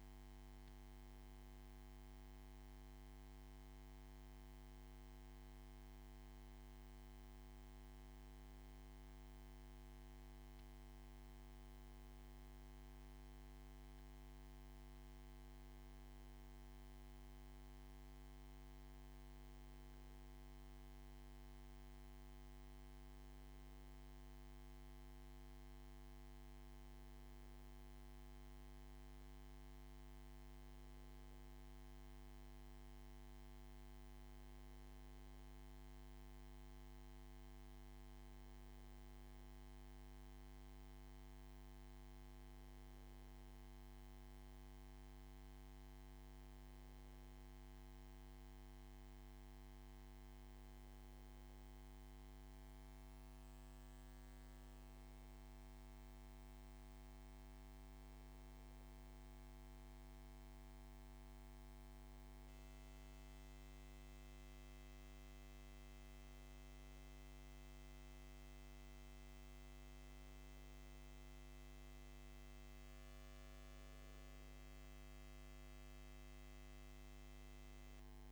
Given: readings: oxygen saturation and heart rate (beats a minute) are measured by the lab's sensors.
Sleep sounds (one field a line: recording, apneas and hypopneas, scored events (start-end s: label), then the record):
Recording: breathing in sleep, hard to hear, by a microphone on the trachea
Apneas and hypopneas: none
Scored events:
28.50-78.32 s: new sleep stage, N2 (light sleep)
From the record:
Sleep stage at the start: N1 (lightest sleep)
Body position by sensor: on the back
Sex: male